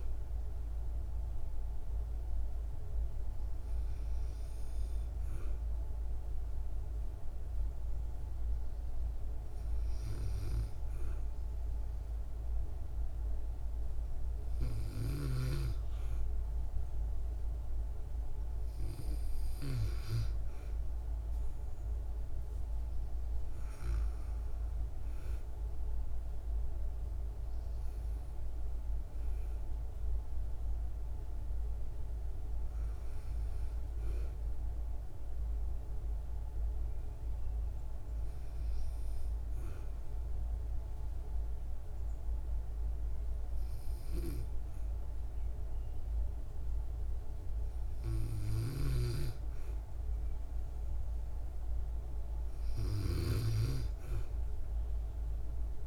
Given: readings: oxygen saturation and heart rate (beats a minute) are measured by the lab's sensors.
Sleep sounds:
breathing in sleep by a room microphone; 2
0.50-14.00 s: hypopnea (oxygen 97% before, 94% lowest, heart rate 60 before, 54 extreme, up 7 after)
20.00-24.00 s: arousal
35.50-50.00 s: hypopnea (oxygen 97% before, 94% lowest, heart rate 60 before, 54 extreme, up 5 after)
47.50-55.87 s: snoring (device-marked)
53.50-55.87 s: arousal
From the record:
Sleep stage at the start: N2 (light sleep); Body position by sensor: on the back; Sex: female

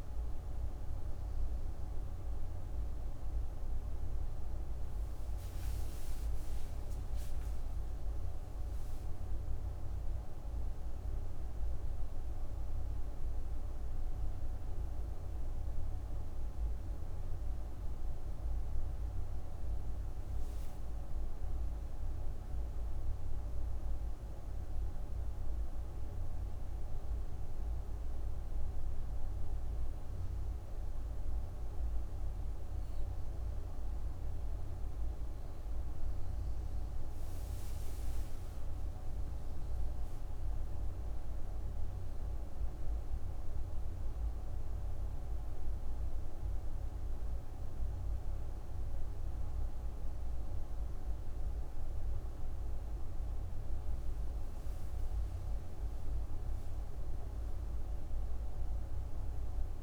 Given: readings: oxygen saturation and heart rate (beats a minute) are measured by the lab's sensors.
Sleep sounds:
breathing in sleep, hard to hear, by a room microphone; none
56.50-59.83 s: new sleep stage, N2 (light sleep)
From the record:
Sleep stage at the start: N1 (lightest sleep); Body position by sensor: on the back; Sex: female

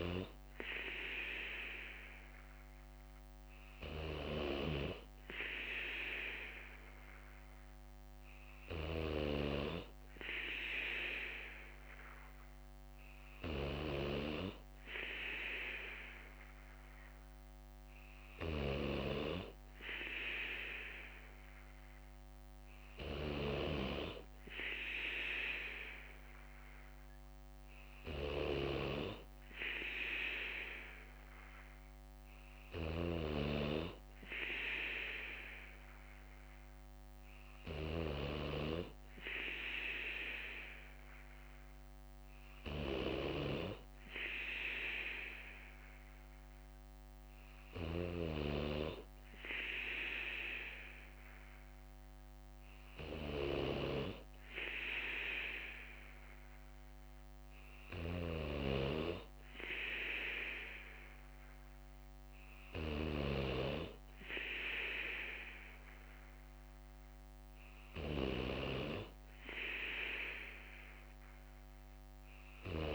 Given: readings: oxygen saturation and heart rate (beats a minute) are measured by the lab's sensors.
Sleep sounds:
breathing in sleep by a microphone on the trachea; none
none scored
From the record:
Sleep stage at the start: N3 (deep sleep); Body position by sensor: on the right side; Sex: male

